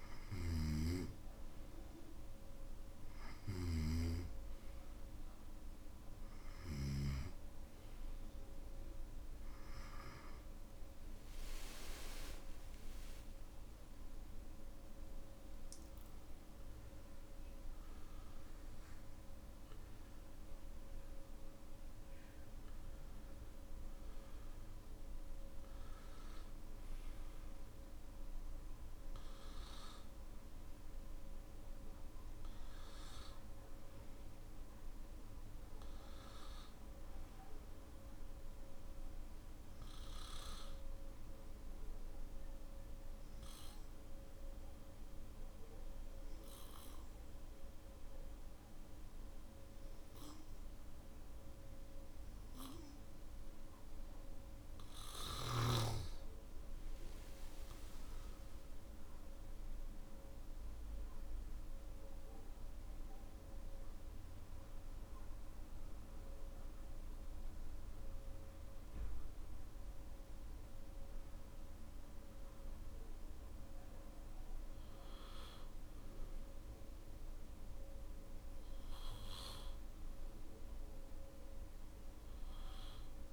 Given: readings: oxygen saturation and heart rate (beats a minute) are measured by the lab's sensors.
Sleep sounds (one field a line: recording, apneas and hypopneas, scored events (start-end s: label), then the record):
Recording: breathing in sleep by a room microphone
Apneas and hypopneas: 1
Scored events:
0.00-7.00 s: snoring (device-marked)
41.50-55.00 s: obstructive apnea (oxygen 97% before, 91% lowest, heart rate 60 before, 53 extreme, up 13 after)
57.00-83.33 s: oxygen desaturation (device-marked, oxygen 97% before, 91% lowest, heart rate 56 before, 53 extreme)
From the record:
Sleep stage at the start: N1 (lightest sleep)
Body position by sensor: on the back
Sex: male